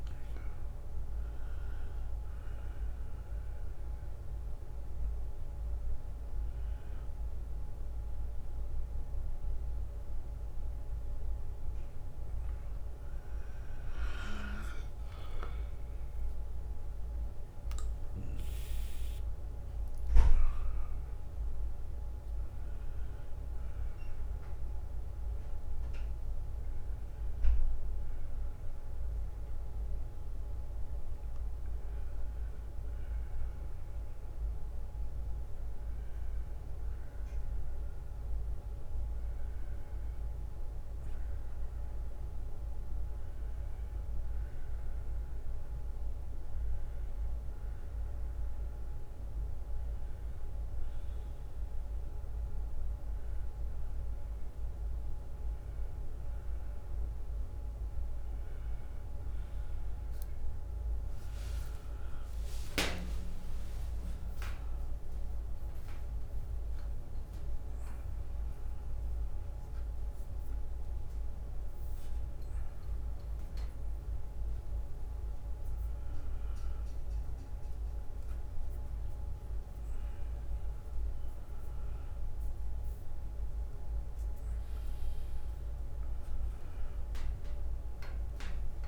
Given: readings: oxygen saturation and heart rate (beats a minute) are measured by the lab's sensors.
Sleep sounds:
a person awake in a sleep study, hard to hear, by a room microphone; none
67.00-71.00 s: tachycardia (device-marked, heart rate 82 before, 101 extreme)
70.50-72.50 s: long interval between heartbeats (device-marked, heart rate 94 before, 101 extreme)
73.00-86.00 s: drop in pulse transit time (device-marked, heart rate 95 before, 54 extreme)
74.50-76.50 s: long interval between heartbeats (device-marked, heart rate 95 before, 67 extreme)
77.00-79.00 s: long interval between heartbeats (device-marked, heart rate 91 before, 71 extreme)
80.50-82.50 s: long interval between heartbeats (device-marked, heart rate 88 before, 99 extreme)
83.00-85.00 s: long interval between heartbeats (device-marked, heart rate 87 before, 67 extreme)
From the record:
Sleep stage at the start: awake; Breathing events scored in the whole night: 321 in 4.1 hours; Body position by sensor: on the right side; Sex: male

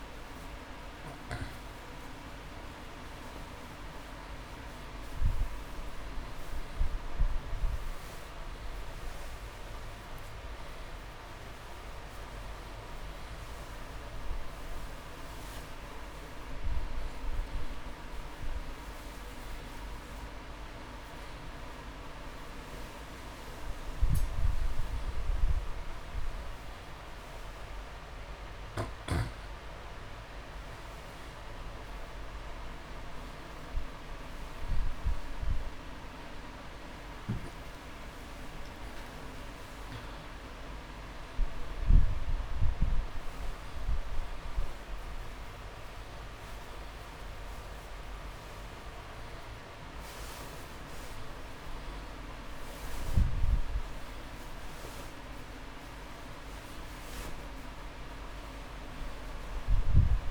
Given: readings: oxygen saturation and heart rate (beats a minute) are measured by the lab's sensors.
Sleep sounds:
breathing in sleep, hard to hear, by a room microphone; none
4.50-6.50 s: long interval between heartbeats (device-marked)
8.50-14.00 s: arousal
18.50-20.50 s: long interval between heartbeats (device-marked)
19.00-29.00 s: drop in pulse transit time (device-marked)
33.50-35.50 s: long interval between heartbeats (device-marked)
42.50-44.50 s: long interval between heartbeats (device-marked)
43.00-46.00 s: drop in pulse transit time (device-marked)
From the record:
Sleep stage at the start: N2 (light sleep); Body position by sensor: on the back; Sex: male

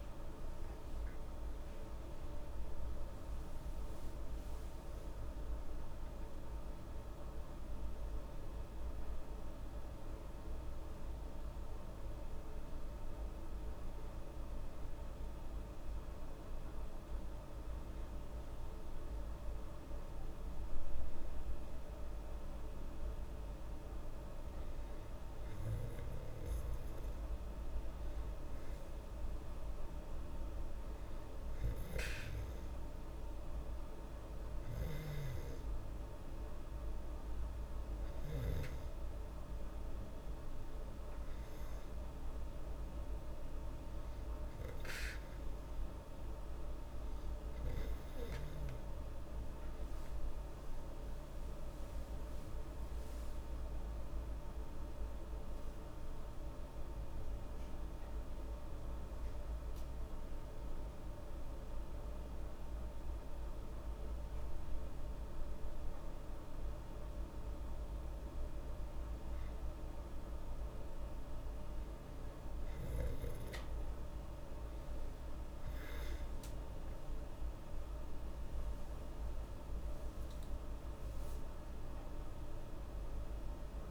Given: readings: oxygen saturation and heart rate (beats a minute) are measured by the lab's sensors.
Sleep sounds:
breathing in sleep, hard to hear, by a room microphone; none
0.00-3.00 s: arousal
49.50-54.50 s: arousal
76.50-82.50 s: arousal
From the record:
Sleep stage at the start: N2 (light sleep); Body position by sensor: on the back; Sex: female

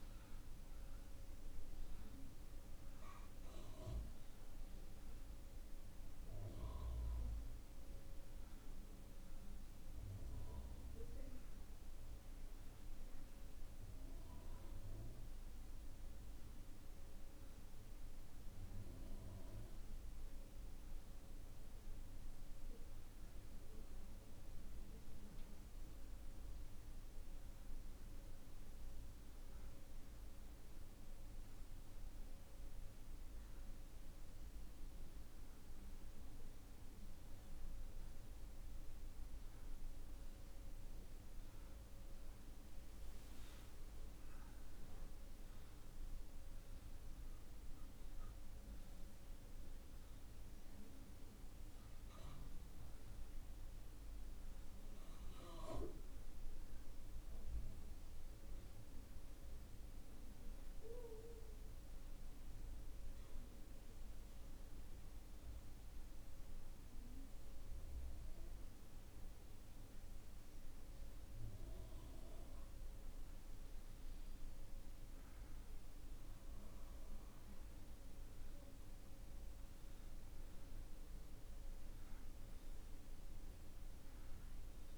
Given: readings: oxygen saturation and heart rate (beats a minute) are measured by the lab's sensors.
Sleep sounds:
breathing in sleep, hard to hear, by a room microphone; none
none scored
From the record:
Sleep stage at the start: N2 (light sleep); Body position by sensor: on the right side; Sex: male

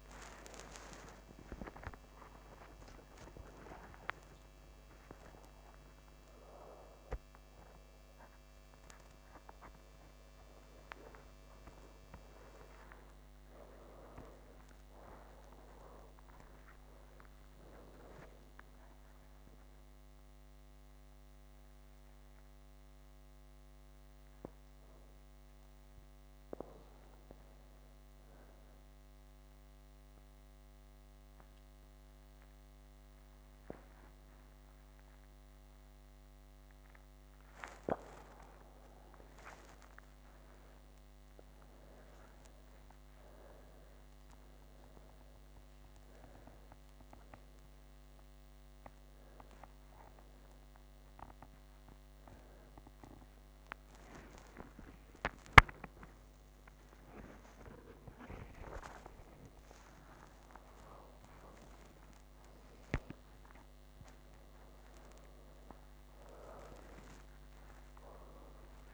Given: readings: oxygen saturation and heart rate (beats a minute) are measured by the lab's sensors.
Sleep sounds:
a person awake in a sleep study, by a microphone on the trachea; none
8.00-10.00 s: long interval between heartbeats (device-marked, heart rate 109 before, 100 extreme)
10.00-12.00 s: long interval between heartbeats (device-marked, heart rate 110 before, 106 extreme)
13.50-15.50 s: long interval between heartbeats (device-marked, heart rate 115 before, 135 extreme)
15.50-17.50 s: long interval between heartbeats (device-marked, heart rate 116 before, 146 extreme)
17.50-19.50 s: long interval between heartbeats (device-marked, heart rate 118 before, 146 extreme)
34.00-36.00 s: long interval between heartbeats (device-marked, heart rate 112 before, 94 extreme)
40.00-42.00 s: long interval between heartbeats (device-marked, heart rate 96 before, 107 extreme)
48.00-50.00 s: long interval between heartbeats (device-marked, heart rate 102 before, 111 extreme)
50.00-52.00 s: long interval between heartbeats (device-marked, heart rate 105 before, 128 extreme)
52.00-54.00 s: long interval between heartbeats (device-marked, heart rate 109 before, 127 extreme)
54.50-56.50 s: long interval between heartbeats (device-marked, heart rate 115 before, 119 extreme)
57.50-59.50 s: long interval between heartbeats (device-marked, heart rate 119 before, 119 extreme)
66.00-68.00 s: long interval between heartbeats (device-marked, heart rate 119 before, 114 extreme)
From the record:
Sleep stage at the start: awake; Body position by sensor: on the front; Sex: female

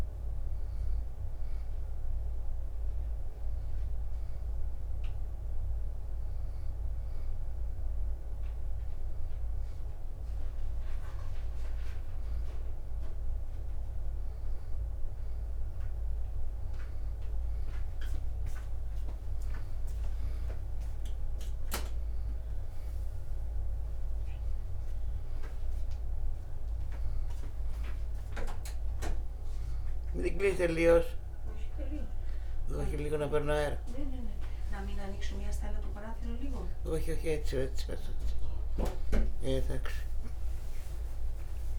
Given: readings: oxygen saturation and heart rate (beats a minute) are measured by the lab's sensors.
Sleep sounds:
a person awake in a sleep study, by a room microphone; none
none scored
From the record:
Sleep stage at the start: awake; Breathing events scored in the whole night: 596 in 6.8 hours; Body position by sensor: on the back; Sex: female

